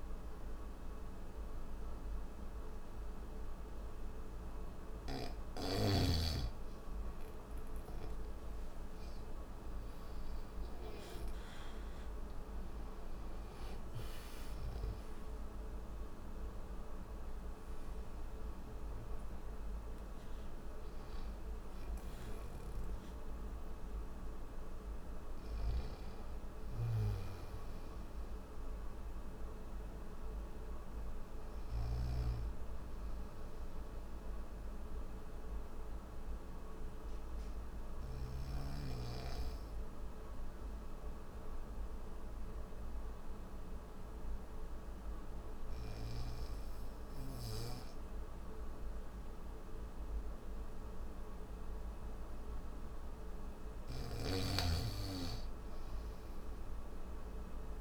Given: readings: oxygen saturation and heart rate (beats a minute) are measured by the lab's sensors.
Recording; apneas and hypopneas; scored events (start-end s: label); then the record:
breathing in sleep, hard to hear, by a room microphone; none
53.50-57.81 s: snoring (device-marked)
From the record:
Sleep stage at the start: N3 (deep sleep); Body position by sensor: on the back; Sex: male